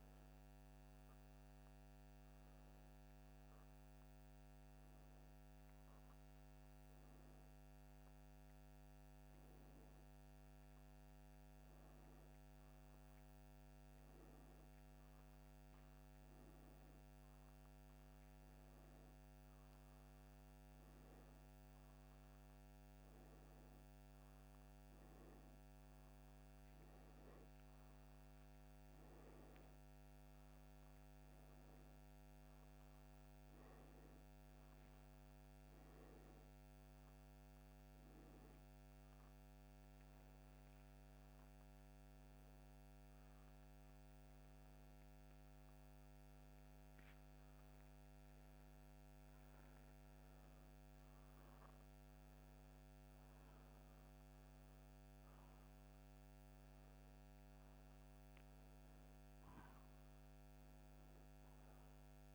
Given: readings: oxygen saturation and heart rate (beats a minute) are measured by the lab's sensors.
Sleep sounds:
a person awake in a sleep study, hard to hear, by a microphone on the trachea; none
none scored
From the record:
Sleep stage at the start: awake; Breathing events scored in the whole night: 122 in 5.9 hours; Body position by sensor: upright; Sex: male

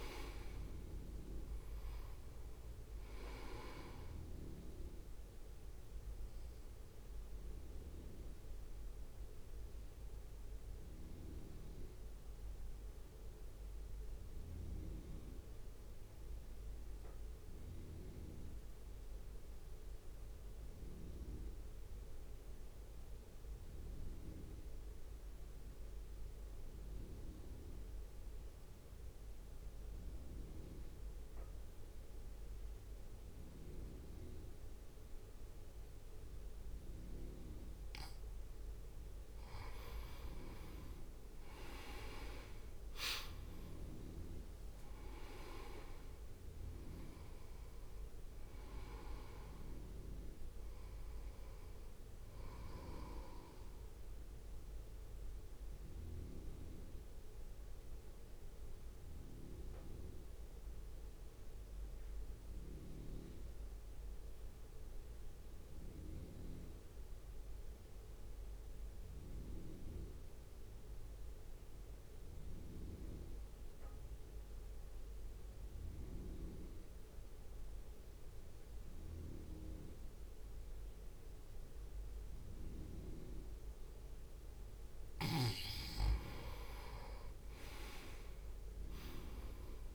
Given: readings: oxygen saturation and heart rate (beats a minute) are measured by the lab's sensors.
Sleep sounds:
breathing in sleep by a room microphone; 2
0.00-1.00 s: arousal
0.00-10.50 s: drop in pulse transit time (device-marked, heart rate 55 extreme)
0.00-23.50 s: oxygen desaturation (device-marked, oxygen 89% lowest, heart rate 55 extreme)
6.00-37.50 s: mixed apnea (oxygen 98% before, 88% lowest, heart rate 65 before, 53 extreme, up 2 after)
39.50-69.50 s: oxygen desaturation (device-marked, oxygen 97% before, 88% lowest, heart rate 62 before, 53 extreme)
42.00-45.50 s: arousal
46.50-58.50 s: drop in pulse transit time (device-marked, heart rate 62 before, 53 extreme)
54.00-85.00 s: mixed apnea (oxygen 98% before, 88% lowest, heart rate 59 before, 50 extreme, up 2 after)
81.50-89.95 s: oxygen desaturation (device-marked, oxygen 98% before, 89% lowest, heart rate 61 before, 50 extreme)
From the record:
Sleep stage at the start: N2 (light sleep); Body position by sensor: on the right side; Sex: male

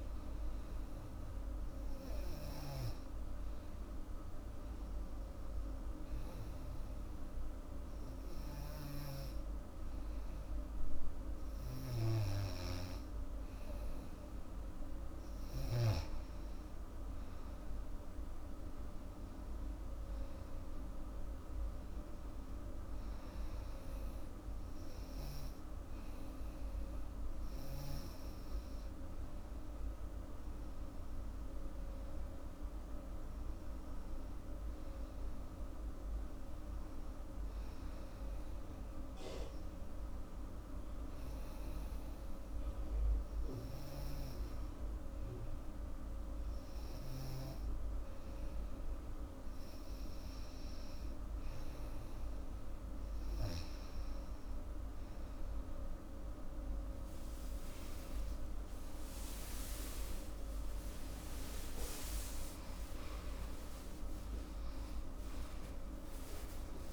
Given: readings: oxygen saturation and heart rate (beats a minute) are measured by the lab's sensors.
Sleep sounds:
breathing in sleep, hard to hear, by a room microphone; 2
0.00-7.00 s: oxygen desaturation (device-marked, oxygen 93% lowest, heart rate 83 extreme)
2.00-14.50 s: hypopnea (oxygen 98% before, 94% lowest, heart rate 87 before, 83 extreme, up 8 after)
18.00-22.50 s: arousal
40.00-52.00 s: hypopnea (oxygen 97% before, 92% lowest, heart rate 89 before, 82 extreme, up 17 after)
57.00-63.00 s: arousal
From the record:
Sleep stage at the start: N2 (light sleep); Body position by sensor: on the back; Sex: female

